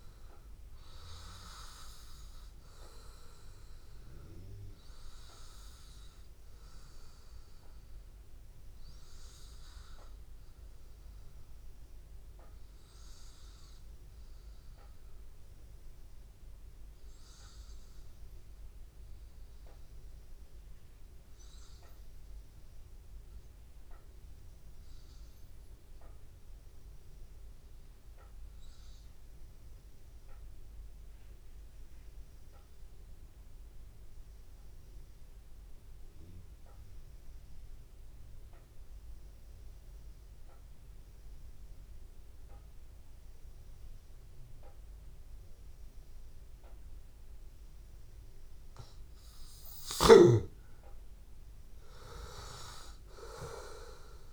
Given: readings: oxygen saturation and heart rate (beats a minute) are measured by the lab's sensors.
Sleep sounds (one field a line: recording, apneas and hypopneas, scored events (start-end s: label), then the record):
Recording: breathing in sleep by a room microphone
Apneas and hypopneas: 1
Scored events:
0.00-7.00 s: oxygen desaturation (device-marked, oxygen 93% lowest, heart rate 81 extreme)
5.00-47.00 s: hypopnea (oxygen 97% before, 92% lowest, heart rate 83 before, 81 extreme, up 2 after)
39.00-54.33 s: oxygen desaturation (device-marked, oxygen 97% before, 92% lowest, heart rate 82 before, 81 extreme)
49.50-52.50 s: arousal
From the record:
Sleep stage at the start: N2 (light sleep)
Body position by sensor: on the back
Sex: male